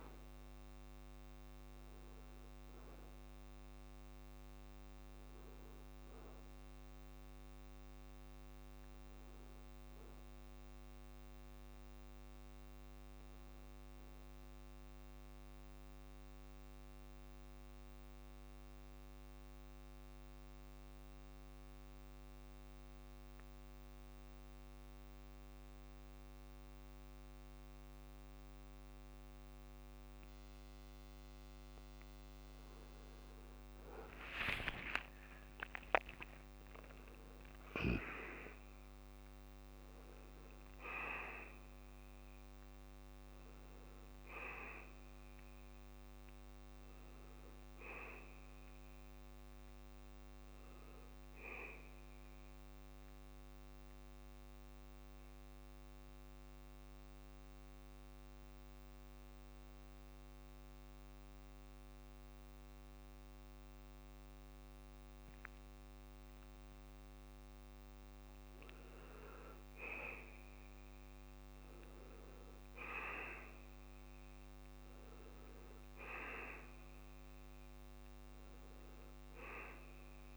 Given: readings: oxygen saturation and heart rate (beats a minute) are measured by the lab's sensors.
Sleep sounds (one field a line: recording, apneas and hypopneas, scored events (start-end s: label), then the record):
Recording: breathing in sleep by a microphone on the trachea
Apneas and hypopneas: 2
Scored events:
0.00-18.50 s: oxygen desaturation (device-marked, oxygen 84% lowest, heart rate 68 extreme)
16.00-31.50 s: mixed apnea (oxygen 94% before, 89% lowest, heart rate 88 before, 68 extreme)
34.50-37.50 s: arousal
34.50-59.50 s: oxygen desaturation (device-marked, oxygen 98% before, 89% lowest, heart rate 77 before, 68 extreme)
54.50-67.00 s: mixed apnea (oxygen 98% before, 90% lowest, heart rate 86 before, 68 extreme, up 12 after)
70.00-74.00 s: arousal
74.50-80.37 s: oxygen desaturation (device-marked, oxygen 96% before, 90% lowest, heart rate 71 before, 68 extreme)
From the record:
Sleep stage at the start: N2 (light sleep)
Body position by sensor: on the back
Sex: male